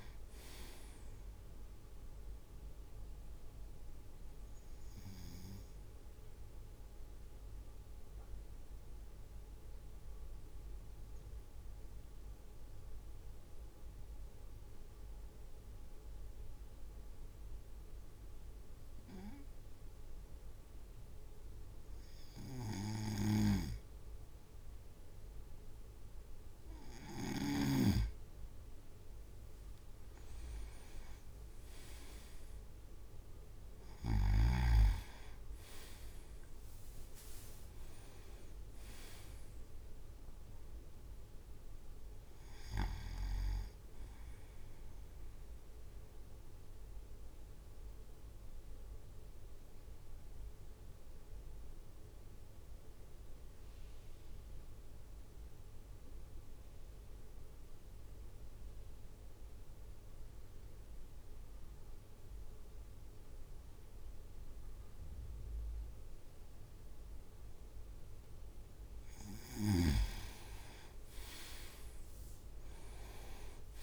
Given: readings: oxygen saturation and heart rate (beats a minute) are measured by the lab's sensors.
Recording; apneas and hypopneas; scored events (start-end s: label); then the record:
breathing in sleep by a room microphone; 2
0.00-4.00 s: drop in pulse transit time (device-marked, heart rate 55 extreme)
4.00-25.50 s: obstructive apnea (oxygen 99% before, 95% lowest, heart rate 57 before, 51 extreme, up 5 after)
31.00-32.00 s: leg movement (device-marked)
32.50-37.50 s: arousal
33.00-48.00 s: drop in pulse transit time (device-marked, heart rate 55 before, 54 extreme)
36.50-38.50 s: leg movement (device-marked)
46.50-69.50 s: obstructive apnea (oxygen 100% before, 96% lowest, heart rate 59 before, 50 extreme, up 7 after)
70.00-72.50 s: leg movement (device-marked)
71.50-73.83 s: arousal
72.50-73.50 s: leg movement (device-marked)
From the record:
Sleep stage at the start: N2 (light sleep); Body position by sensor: on the right side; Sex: male